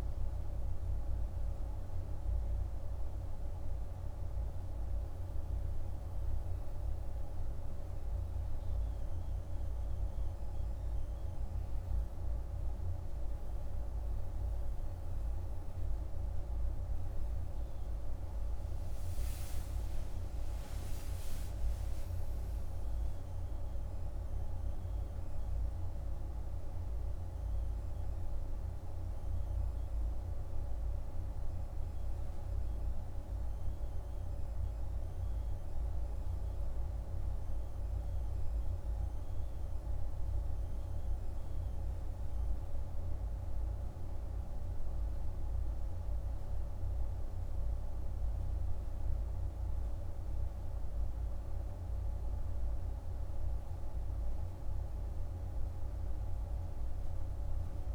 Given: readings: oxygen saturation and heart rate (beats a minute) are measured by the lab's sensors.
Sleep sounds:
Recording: breathing in sleep, hard to hear, by a room microphone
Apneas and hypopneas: none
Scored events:
none scored
From the record:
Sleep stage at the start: N1 (lightest sleep)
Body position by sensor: on the back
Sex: male

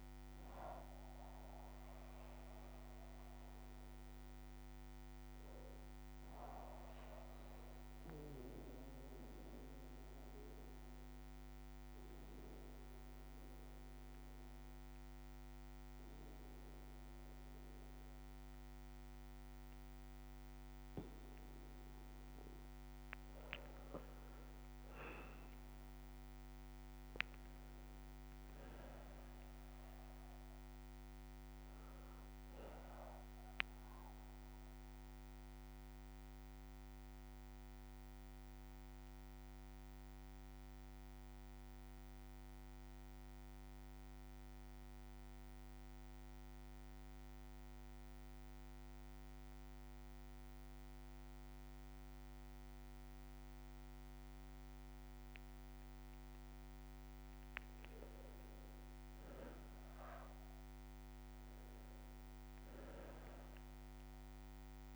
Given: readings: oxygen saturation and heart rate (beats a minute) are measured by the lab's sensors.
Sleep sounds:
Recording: breathing in sleep by a microphone on the trachea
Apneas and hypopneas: 2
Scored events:
0.00-10.00 s: oxygen desaturation (device-marked, oxygen 93% lowest, heart rate 44 extreme)
8.50-22.00 s: obstructive apnea (oxygen 97% before, 94% lowest, heart rate 60 before, 44 extreme, up 4 after)
10.00-17.00 s: bradycardia (device-marked, heart rate 65 before, 59 extreme)
24.50-29.00 s: arousal
25.00-44.00 s: oxygen desaturation (device-marked, oxygen 98% before, 94% lowest)
26.00-35.00 s: bradycardia (device-marked, heart rate 64 before, 44 extreme)
26.50-28.50 s: long interval between heartbeats (device-marked, heart rate 60 before, 63 extreme)
29.50-31.50 s: long interval between heartbeats (device-marked, heart rate 60 before, 54 extreme)
35.50-56.00 s: obstructive apnea (oxygen 98% before, 94% lowest)
38.00-40.00 s: long interval between heartbeats (device-marked, heart rate 56 before, 69 extreme)
38.00-52.00 s: bradycardia (device-marked, heart rate 64 before, 48 extreme)
45.50-47.50 s: long interval between heartbeats (device-marked, heart rate 56 before, 49 extreme)
54.00-64.96 s: bradycardia (device-marked)
55.50-57.50 s: long interval between heartbeats (device-marked, heart rate 55 before, 60 extreme)
58.00-63.00 s: arousal
59.00-64.96 s: oxygen desaturation (device-marked, oxygen 98% before, 94% lowest)
59.50-61.50 s: long interval between heartbeats (device-marked, heart rate 54 before, 44 extreme)
From the record:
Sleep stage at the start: N2 (light sleep)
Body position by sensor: on the back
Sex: male

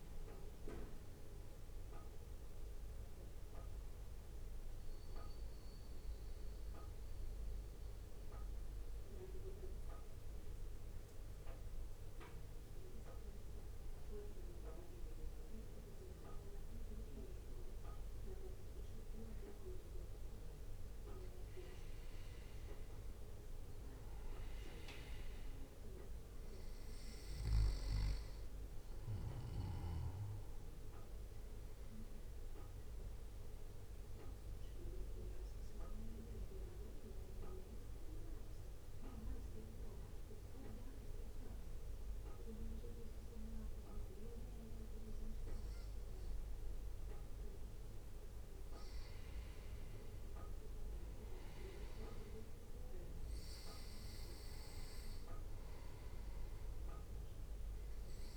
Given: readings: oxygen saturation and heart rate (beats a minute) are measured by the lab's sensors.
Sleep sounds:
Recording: breathing in sleep by a room microphone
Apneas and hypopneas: 2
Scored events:
0.00-1.00 s: drop in pulse transit time (device-marked, heart rate 61 extreme)
0.00-7.00 s: oxygen desaturation (device-marked, oxygen 91% lowest, heart rate 56 extreme)
5.50-21.50 s: central apnea (oxygen 95% before, 93% lowest, heart rate 68 before, 55 extreme, up 5 after)
23.00-27.50 s: arousal
30.00-45.00 s: oxygen desaturation (device-marked, oxygen 97% before, 93% lowest, heart rate 59 before, 55 extreme)
32.50-47.00 s: obstructive apnea (oxygen 97% before, 91% lowest, heart rate 59 before, 55 extreme, up 2 after)
49.00-53.00 s: arousal
55.00-58.37 s: oxygen desaturation (device-marked, oxygen 96% before, 93% lowest, heart rate 61 before, 58 extreme)
From the record:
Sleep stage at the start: N2 (light sleep)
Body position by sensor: on the back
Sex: male

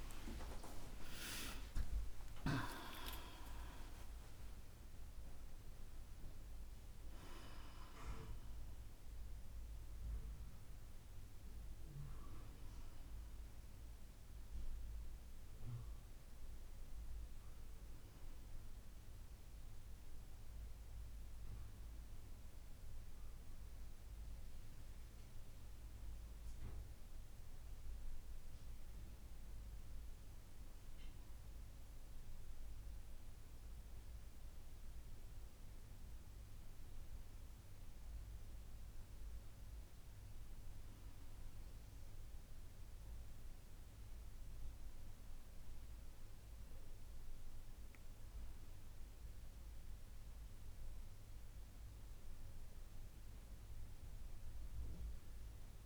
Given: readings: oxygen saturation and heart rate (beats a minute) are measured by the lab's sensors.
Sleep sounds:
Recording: breathing in sleep by a room microphone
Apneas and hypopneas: none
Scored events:
1.00-55.86 s: new sleep stage, N1 (lightest sleep)
From the record:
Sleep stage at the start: N2 (light sleep)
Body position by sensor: on the back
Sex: female

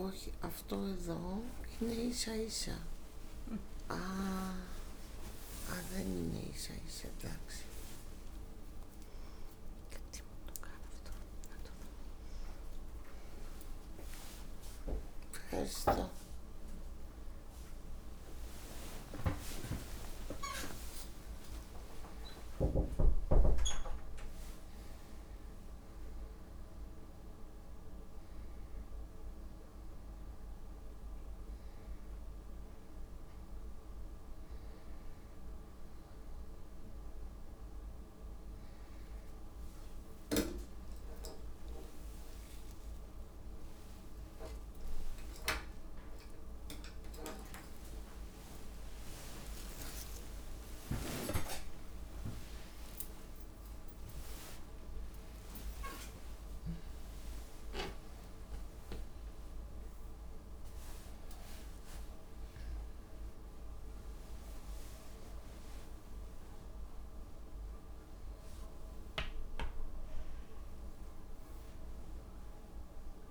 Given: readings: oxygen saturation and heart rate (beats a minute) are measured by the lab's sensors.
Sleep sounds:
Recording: a person awake in a sleep study, by a room microphone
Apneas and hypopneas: none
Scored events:
1.00-6.50 s: snoring (device-marked)
2.00-4.00 s: long interval between heartbeats (device-marked)
5.50-17.50 s: drop in pulse transit time (device-marked)
10.00-12.00 s: long interval between heartbeats (device-marked)
13.50-15.50 s: long interval between heartbeats (device-marked)
22.00-24.00 s: long interval between heartbeats (device-marked)
24.50-29.50 s: oxygen desaturation (device-marked, oxygen 99% before, 94% lowest)
38.00-40.00 s: long interval between heartbeats (device-marked)
41.00-43.00 s: long interval between heartbeats (device-marked)
46.00-48.00 s: long interval between heartbeats (device-marked)
48.50-52.50 s: drop in pulse transit time (device-marked)
53.00-55.00 s: long interval between heartbeats (device-marked)
57.00-62.50 s: snoring (device-marked)
From the record:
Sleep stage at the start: awake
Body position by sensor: on the back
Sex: female

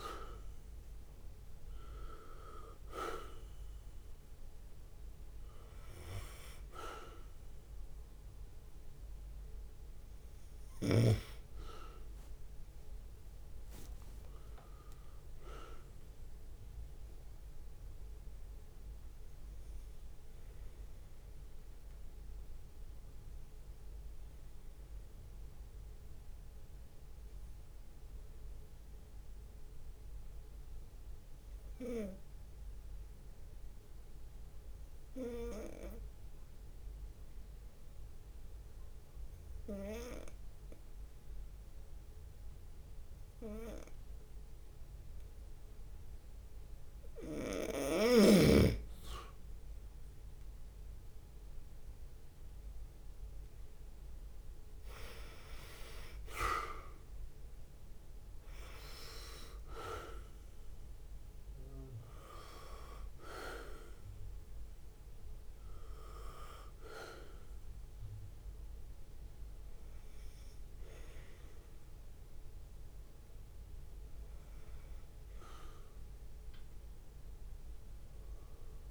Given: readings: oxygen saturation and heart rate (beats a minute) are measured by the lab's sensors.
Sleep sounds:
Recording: breathing in sleep by a room microphone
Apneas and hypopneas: 1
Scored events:
0.00-11.00 s: drop in pulse transit time (device-marked, heart rate 67 extreme)
0.00-24.00 s: oxygen desaturation (device-marked, oxygen 92% lowest, heart rate 64 extreme)
2.50-3.50 s: leg movement (device-marked)
4.00-5.00 s: leg movement (device-marked)
12.50-14.50 s: long interval between heartbeats (device-marked, heart rate 68 before, 81 extreme)
13.00-17.00 s: leg movement (device-marked)
19.00-47.00 s: obstructive apnea (oxygen 97% before, 92% lowest, heart rate 77 before, 64 extreme, up 4 after)
49.00-78.91 s: oxygen desaturation (device-marked, oxygen 98% before, 93% lowest, heart rate 65 before, 63 extreme)
49.50-53.50 s: arousal
52.00-71.00 s: drop in pulse transit time (device-marked, heart rate 65 before, 66 extreme)
64.00-65.50 s: leg movement (device-marked)
75.00-78.00 s: leg movement (device-marked)
From the record:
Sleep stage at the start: N2 (light sleep)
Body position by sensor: on the right side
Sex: male

